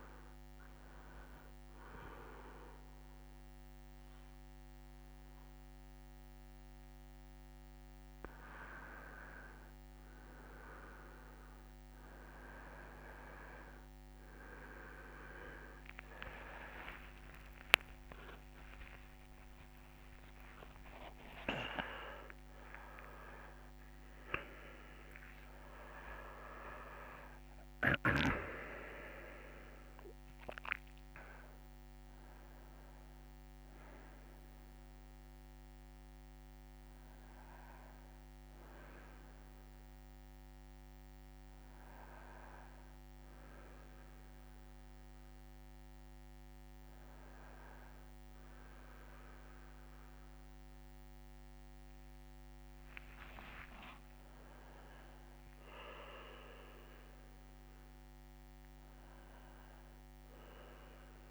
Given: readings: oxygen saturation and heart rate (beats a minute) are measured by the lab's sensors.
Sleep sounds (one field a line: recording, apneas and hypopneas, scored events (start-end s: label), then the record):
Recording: a person awake in a sleep study, by a microphone on the trachea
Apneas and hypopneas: 1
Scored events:
0.50-10.50 s: hypopnea (oxygen 95% before, 93% lowest)
6.50-61.31 s: new sleep stage, awake
18.50-20.50 s: long interval between heartbeats (device-marked)
21.00-23.00 s: long interval between heartbeats (device-marked)
From the record:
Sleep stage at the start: N2 (light sleep)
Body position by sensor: on the back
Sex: male